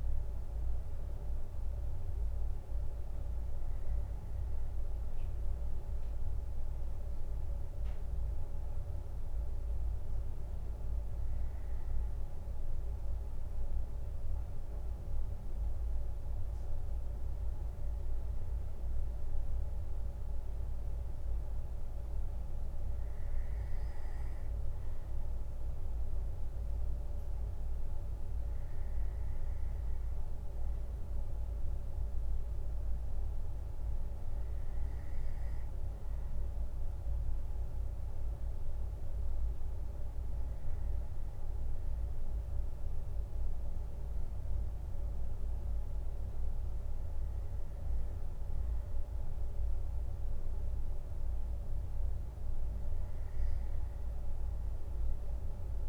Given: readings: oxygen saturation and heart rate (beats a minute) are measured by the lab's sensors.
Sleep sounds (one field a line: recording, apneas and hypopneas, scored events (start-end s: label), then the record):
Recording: breathing in sleep, hard to hear, by a room microphone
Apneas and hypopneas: none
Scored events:
5.50-55.89 s: new sleep stage, N2 (light sleep)
From the record:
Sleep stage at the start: N1 (lightest sleep)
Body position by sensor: on the left side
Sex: male